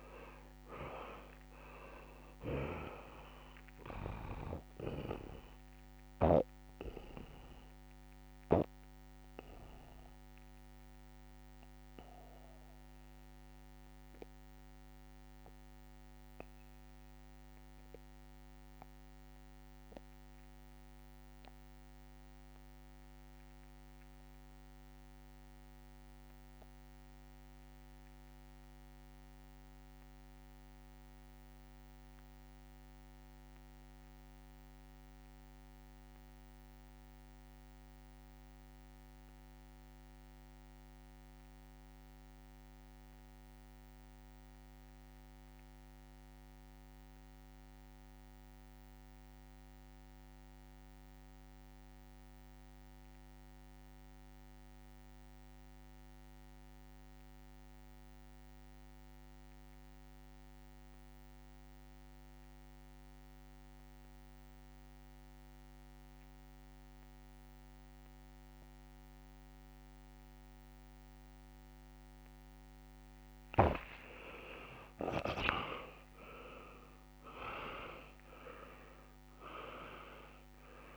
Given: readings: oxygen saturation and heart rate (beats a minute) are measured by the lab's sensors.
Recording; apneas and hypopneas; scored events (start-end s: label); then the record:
breathing in sleep by a microphone on the trachea; 1
0.00-6.00 s: snoring (device-marked)
0.00-21.50 s: oxygen desaturation (device-marked, oxygen 85% lowest)
5.50-72.00 s: obstructive apnea (oxygen 97% before, 70% lowest)
7.50-80.97 s: new sleep stage, REM sleep
34.50-80.97 s: oxygen desaturation (device-marked, oxygen 99% before, 70% lowest)
73.50-78.50 s: arousal
From the record:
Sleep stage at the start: N2 (light sleep); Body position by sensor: on the back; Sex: male